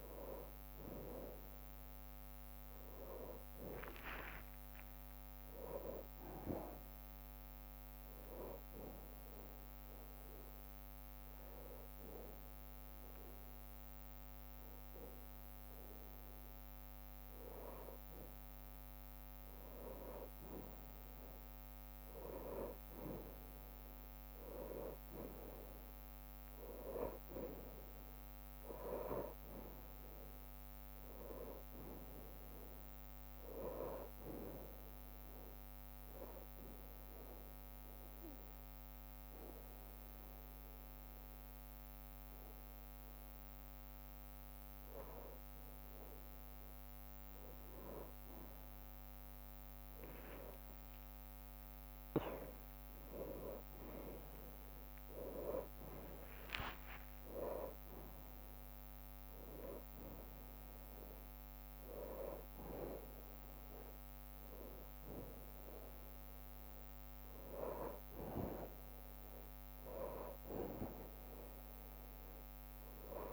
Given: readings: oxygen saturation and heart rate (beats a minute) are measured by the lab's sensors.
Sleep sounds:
breathing in sleep by a microphone on the trachea; 2
0.00-5.50 s: bradycardia (device-marked, heart rate 57 extreme)
2.50-6.50 s: arousal
8.50-18.50 s: obstructive apnea (oxygen 96% before, 93% lowest, heart rate 62 before, 51 extreme, up 2 after)
10.50-33.50 s: bradycardia (device-marked, heart rate 61 before, 51 extreme)
20.50-24.50 s: arousal
36.00-47.00 s: obstructive apnea (oxygen 96% before, 93% lowest, heart rate 57 before, 44 extreme, up 0 after)
45.50-52.50 s: bradycardia (device-marked, heart rate 61 before, 48 extreme)
47.50-55.50 s: drop in pulse transit time (device-marked, heart rate 61 before, 44 extreme)
49.50-51.50 s: long interval between heartbeats (device-marked, heart rate 61 before, 54 extreme)
50.50-56.00 s: arousal
52.00-54.00 s: long interval between heartbeats (device-marked, heart rate 60 before, 48 extreme)
54.50-67.50 s: tachycardia (device-marked, heart rate 61 before, 171 extreme)
55.50-57.50 s: long interval between heartbeats (device-marked, heart rate 58 before, 61 extreme)
58.50-60.50 s: long interval between heartbeats (device-marked, heart rate 61 before, 126 extreme)
61.50-63.50 s: long interval between heartbeats (device-marked, heart rate 74 before, 155 extreme)
62.50-73.33 s: drop in pulse transit time (device-marked, heart rate 79 before, 60 extreme)
64.00-66.00 s: long interval between heartbeats (device-marked, heart rate 83 before, 129 extreme)
67.50-69.50 s: long interval between heartbeats (device-marked, heart rate 99 before, 129 extreme)
71.50-73.33 s: long interval between heartbeats (device-marked, heart rate 111 before, 65 extreme)
From the record:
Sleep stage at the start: N2 (light sleep); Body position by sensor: on the back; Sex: male

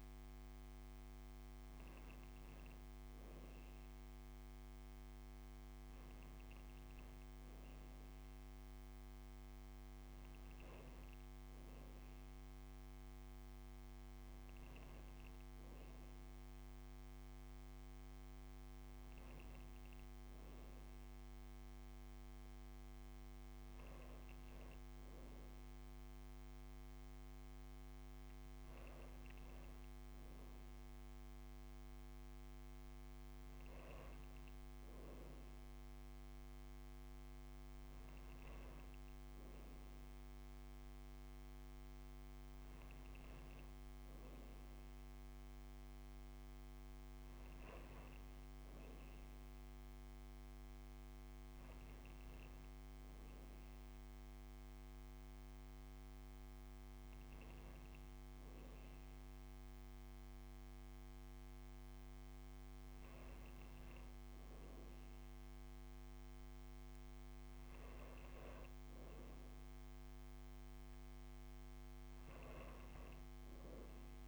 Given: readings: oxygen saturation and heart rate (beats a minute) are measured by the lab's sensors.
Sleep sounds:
breathing in sleep, hard to hear, by a microphone on the trachea; none
none scored
From the record:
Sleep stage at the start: N2 (light sleep); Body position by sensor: upright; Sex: female

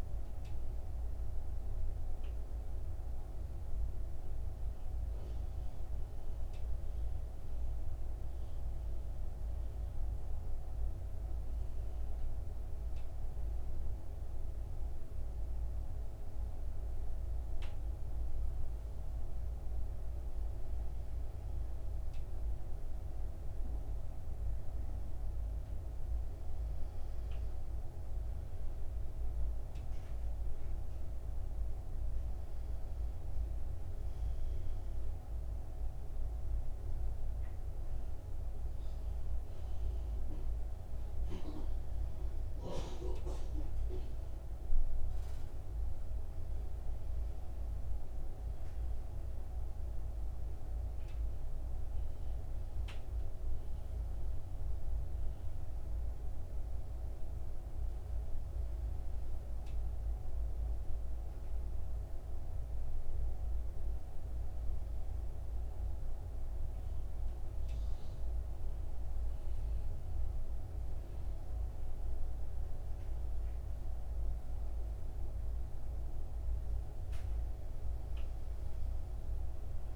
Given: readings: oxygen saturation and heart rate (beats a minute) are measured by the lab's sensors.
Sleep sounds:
breathing in sleep, hard to hear, by a room microphone; 2
0.00-11.00 s: oxygen desaturation (device-marked, oxygen 95% lowest, heart rate 55 extreme)
8.50-19.50 s: mixed apnea (oxygen 98% before, 93% lowest, heart rate 58 before, 55 extreme, up 2 after)
22.50-26.00 s: arousal
32.00-43.00 s: oxygen desaturation (device-marked, oxygen 96% before, 93% lowest, heart rate 57 before, 55 extreme)
33.00-43.00 s: obstructive apnea (oxygen 97% before, 93% lowest, heart rate 57 before, 55 extreme, up 6 after)
46.00-50.00 s: arousal
52.00-68.00 s: oxygen desaturation (device-marked, oxygen 97% before, 94% lowest, heart rate 58 before, 58 extreme)
66.00-79.95 s: new sleep stage, N1 (lightest sleep)
From the record:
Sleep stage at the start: N2 (light sleep); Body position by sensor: on the back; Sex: male

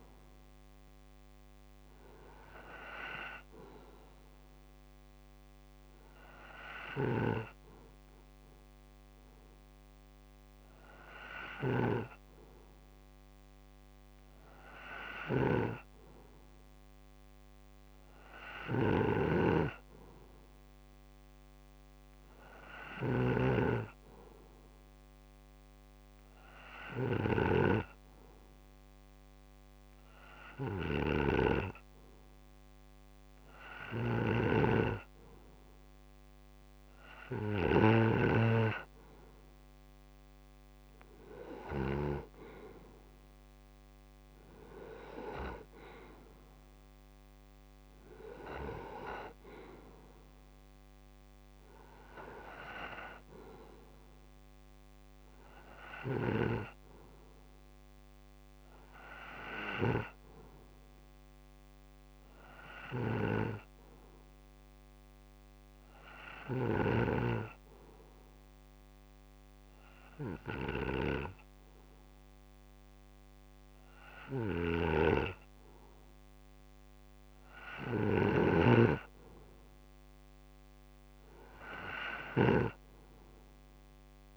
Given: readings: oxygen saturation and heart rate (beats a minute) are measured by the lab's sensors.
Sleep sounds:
breathing in sleep by a microphone on the trachea; 2
6.50-42.00 s: snoring (device-marked)
7.00-36.50 s: hypopnea (oxygen 95% before, 92% lowest)
40.50-44.50 s: arousal
55.50-84.37 s: snoring (device-marked)
67.50-78.00 s: obstructive apnea (oxygen 93% before, 91% lowest)
78.50-82.50 s: arousal
From the record:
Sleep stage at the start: N2 (light sleep); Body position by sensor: on the right side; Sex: male

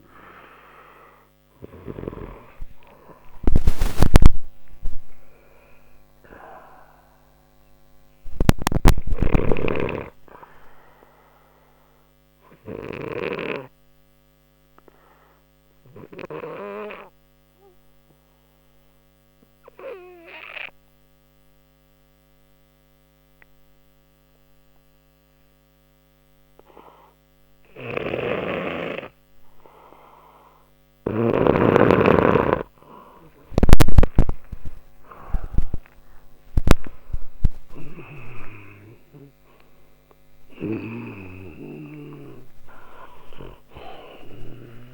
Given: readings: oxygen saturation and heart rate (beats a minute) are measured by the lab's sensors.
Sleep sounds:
breathing in sleep by a microphone on the trachea; 1
0.00-2.00 s: snoring (device-marked)
1.50-5.50 s: arousal
4.00-13.00 s: snoring (device-marked)
8.50-32.50 s: obstructive apnea (oxygen 97% before, 91% lowest, heart rate 69 before, 59 extreme)
27.50-31.00 s: snoring (device-marked)
33.00-44.94 s: snoring (device-marked)
33.50-37.50 s: arousal
From the record:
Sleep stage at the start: N2 (light sleep); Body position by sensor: on the left side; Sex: male

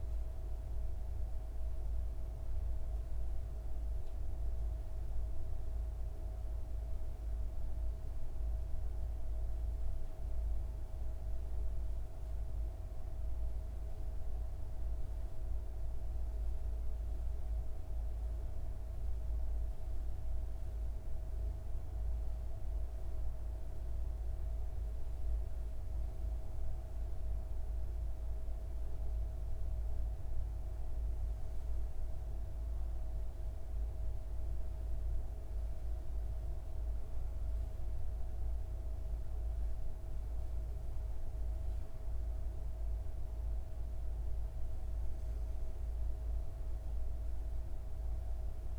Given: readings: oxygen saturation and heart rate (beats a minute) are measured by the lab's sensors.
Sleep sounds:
breathing in sleep, hard to hear, by a room microphone; none
none scored
From the record:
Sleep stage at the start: N2 (light sleep); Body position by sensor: on the back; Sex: female

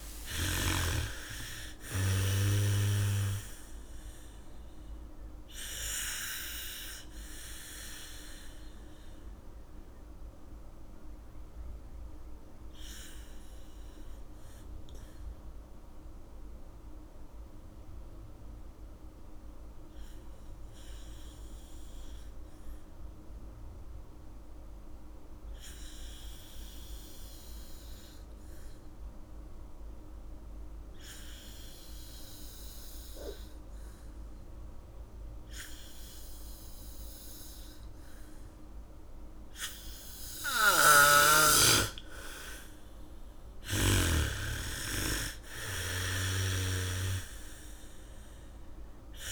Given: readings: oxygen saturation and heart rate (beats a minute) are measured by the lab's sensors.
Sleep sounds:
breathing in sleep by a room microphone; 1
0.00-1.50 s: arousal
0.00-1.50 s: snoring (device-marked)
0.00-22.00 s: oxygen desaturation (device-marked, oxygen 78% lowest, heart rate 46 extreme)
8.50-39.50 s: mixed apnea (oxygen 96% before, 78% lowest, heart rate 63 before, 48 extreme, up 2 after)
30.00-49.32 s: oxygen desaturation (device-marked, oxygen 98% before, 80% lowest, heart rate 80 before, 45 extreme)
32.00-34.00 s: bradycardia (device-marked, heart rate 71 before, 63 extreme)
40.00-46.00 s: bradycardia (device-marked, heart rate 71 before, 48 extreme)
41.00-44.00 s: arousal
41.00-44.50 s: snoring (device-marked)
From the record:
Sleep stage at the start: N2 (light sleep); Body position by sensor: on the back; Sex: female

